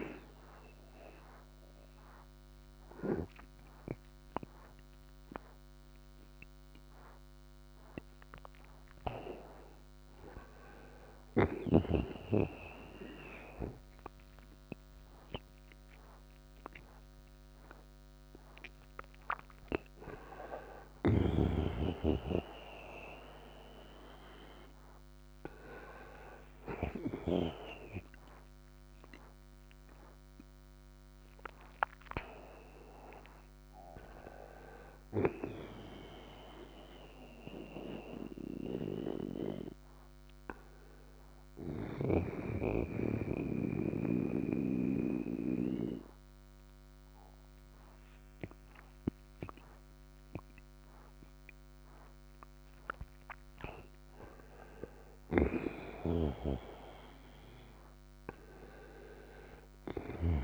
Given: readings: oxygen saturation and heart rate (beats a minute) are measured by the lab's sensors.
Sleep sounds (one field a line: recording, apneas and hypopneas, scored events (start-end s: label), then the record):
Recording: a person awake in a sleep study, by a microphone on the trachea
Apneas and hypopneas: 1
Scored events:
0.00-14.50 s: oxygen desaturation (device-marked, oxygen 92% lowest, heart rate 69 extreme)
36.00-53.00 s: obstructive apnea (oxygen 97% before, 92% lowest, heart rate 78 before, 64 extreme, up 16 after)
39.50-60.43 s: new sleep stage, N1 (lightest sleep)
55.00-59.50 s: arousal
55.50-60.43 s: snoring (device-marked)
From the record:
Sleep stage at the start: awake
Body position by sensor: on the right side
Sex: male